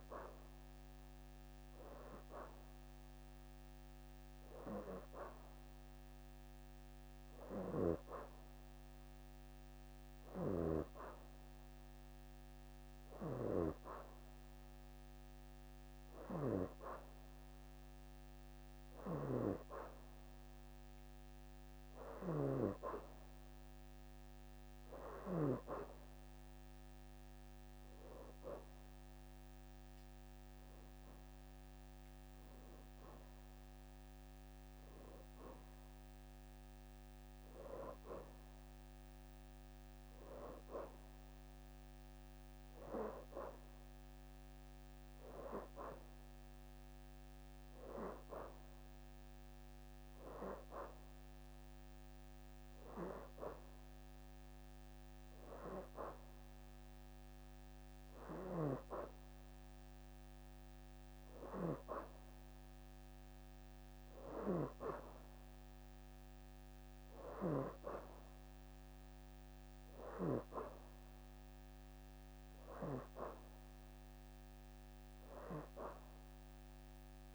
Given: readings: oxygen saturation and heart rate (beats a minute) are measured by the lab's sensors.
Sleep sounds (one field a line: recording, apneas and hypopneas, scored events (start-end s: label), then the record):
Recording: breathing in sleep by a microphone on the trachea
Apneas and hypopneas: none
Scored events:
63.50-77.34 s: oxygen desaturation (device-marked, oxygen 92% before, 87% lowest, heart rate 83 before, 82 extreme)
From the record:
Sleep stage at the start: N2 (light sleep)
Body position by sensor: on the back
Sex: female